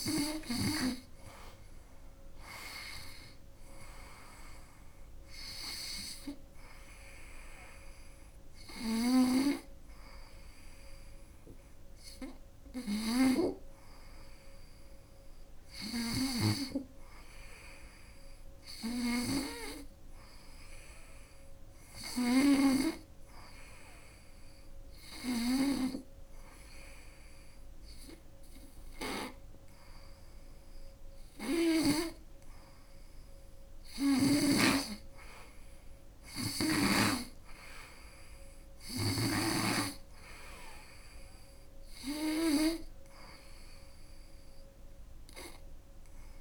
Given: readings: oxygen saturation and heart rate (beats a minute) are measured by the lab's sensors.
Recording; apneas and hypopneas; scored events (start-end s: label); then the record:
breathing in sleep by a room microphone; none
none scored
From the record:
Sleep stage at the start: N2 (light sleep); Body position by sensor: on the right side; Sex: female